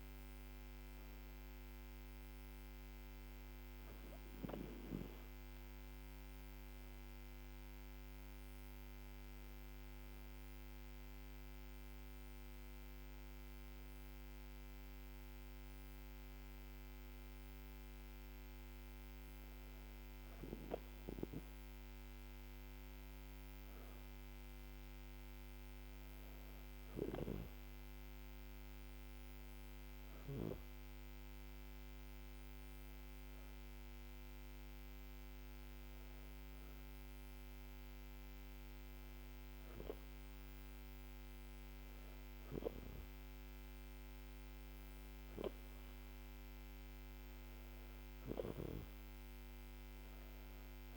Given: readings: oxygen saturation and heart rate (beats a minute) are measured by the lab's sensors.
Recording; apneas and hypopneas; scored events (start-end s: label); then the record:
breathing in sleep by a microphone on the trachea; 1
0.00-11.00 s: oxygen desaturation (device-marked, oxygen 92% lowest, heart rate 77 extreme)
23.00-26.00 s: arousal
29.50-44.00 s: hypopnea (oxygen 97% before, 94% lowest, heart rate 79 before, 79 extreme, up 2 after)
48.00-50.97 s: arousal
From the record:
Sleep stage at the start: N2 (light sleep); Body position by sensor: on the back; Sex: female